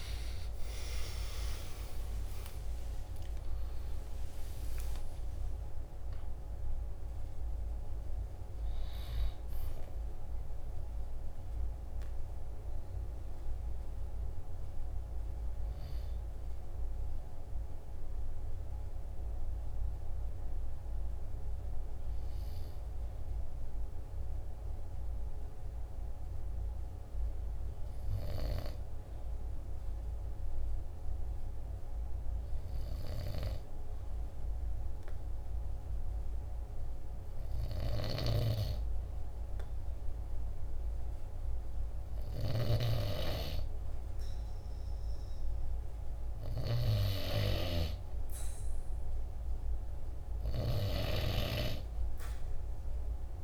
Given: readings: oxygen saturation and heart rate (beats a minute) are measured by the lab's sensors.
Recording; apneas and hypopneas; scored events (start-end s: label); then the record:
breathing in sleep by a room microphone; 1
0.00-4.00 s: arousal
19.50-41.00 s: hypopnea (oxygen 95% before, 93% lowest, heart rate 53 before, 47 extreme, up 2 after)
43.00-46.50 s: arousal
From the record:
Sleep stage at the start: N2 (light sleep); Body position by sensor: on the back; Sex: male